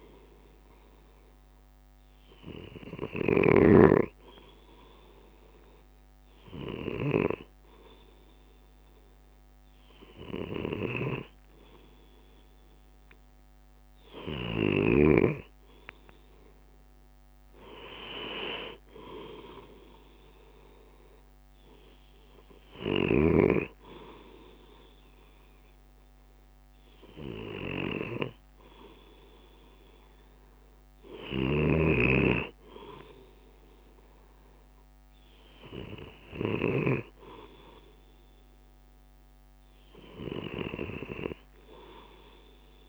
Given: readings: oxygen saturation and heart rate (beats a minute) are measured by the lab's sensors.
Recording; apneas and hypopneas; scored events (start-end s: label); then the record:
breathing in sleep by a microphone on the trachea; none
15.50-17.50 s: leg movement (device-marked)
From the record:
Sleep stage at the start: N2 (light sleep); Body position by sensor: on the left side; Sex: male